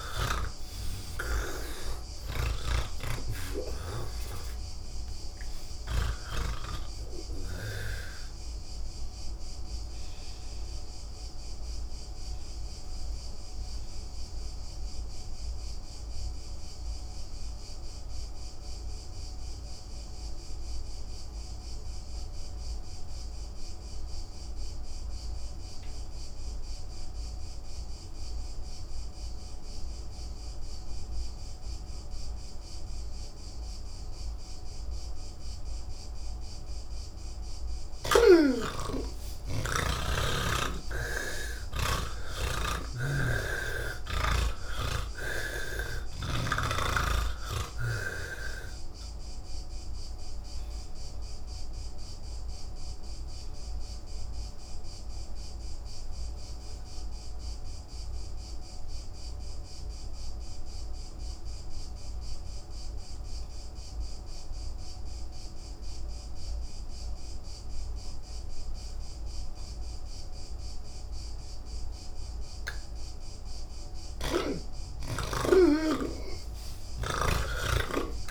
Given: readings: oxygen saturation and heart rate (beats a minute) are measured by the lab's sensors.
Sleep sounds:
breathing in sleep by a room microphone; 2
3.00-6.50 s: snoring (device-marked)
3.50-21.50 s: oxygen desaturation (device-marked, oxygen 99% before, 86% lowest, heart rate 133 before, 115 extreme)
9.00-37.50 s: obstructive apnea (oxygen 99% before, 79% lowest, heart rate 136 before, 89 extreme, up 52 after)
28.50-64.50 s: oxygen desaturation (device-marked, oxygen 98% before, 79% lowest, heart rate 179 before, 55 extreme)
43.00-46.50 s: snoring (device-marked)
52.50-73.00 s: obstructive apnea (oxygen 98% before, 79% lowest, heart rate 133 before, 48 extreme)
69.50-78.31 s: oxygen desaturation (device-marked, oxygen 98% before, 80% lowest, heart rate 141 before, 48 extreme)
74.00-78.31 s: snoring (device-marked)
From the record:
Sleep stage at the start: N1 (lightest sleep); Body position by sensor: on the back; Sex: male

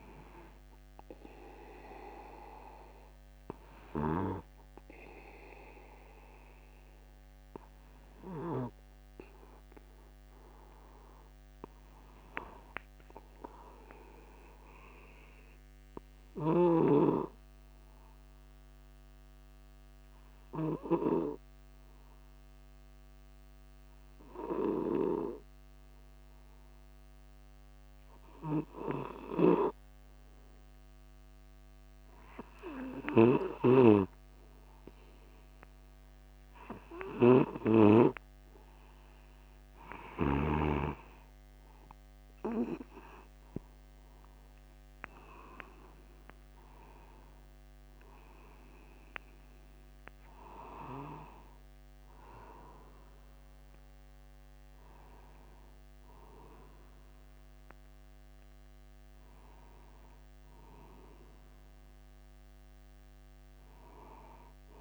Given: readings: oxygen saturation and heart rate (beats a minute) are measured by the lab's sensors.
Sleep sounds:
breathing in sleep by a microphone on the trachea; 1
4.00-37.00 s: obstructive apnea (oxygen 97% before, 94% lowest, heart rate 60 before, 50 extreme, up 1 after)
17.00-21.50 s: snoring (device-marked)
29.50-41.00 s: snoring (device-marked)
45.00-50.00 s: arousal
From the record:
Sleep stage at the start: N2 (light sleep); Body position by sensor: upright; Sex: male

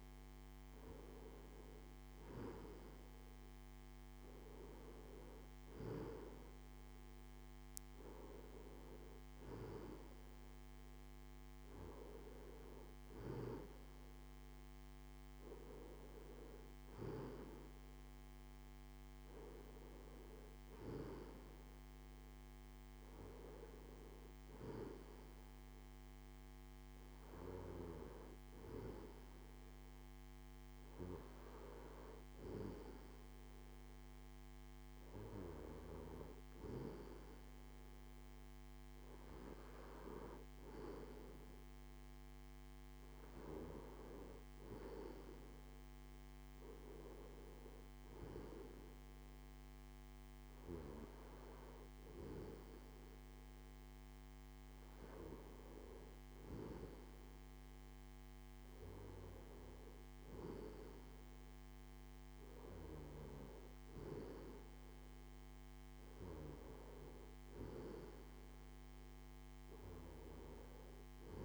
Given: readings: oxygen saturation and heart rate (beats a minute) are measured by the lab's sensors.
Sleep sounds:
breathing in sleep by a microphone on the trachea; none
none scored
From the record:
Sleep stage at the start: N2 (light sleep); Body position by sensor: on the left side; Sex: male

